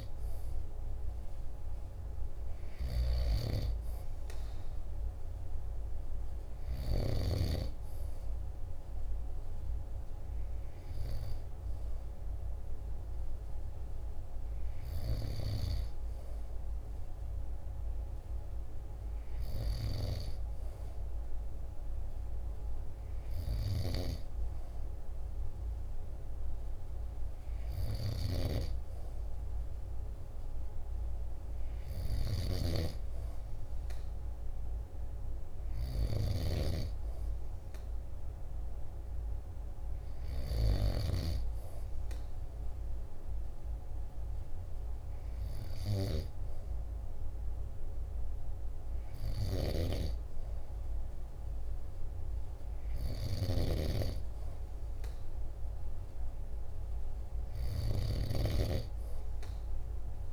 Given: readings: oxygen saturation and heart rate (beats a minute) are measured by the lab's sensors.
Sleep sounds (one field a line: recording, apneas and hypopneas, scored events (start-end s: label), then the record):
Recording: breathing in sleep by a room microphone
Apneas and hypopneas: none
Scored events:
2.00-6.50 s: snoring (device-marked)
31.50-36.00 s: snoring (device-marked)
52.50-57.50 s: snoring (device-marked)
From the record:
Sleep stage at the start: N2 (light sleep)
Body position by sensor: on the back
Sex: male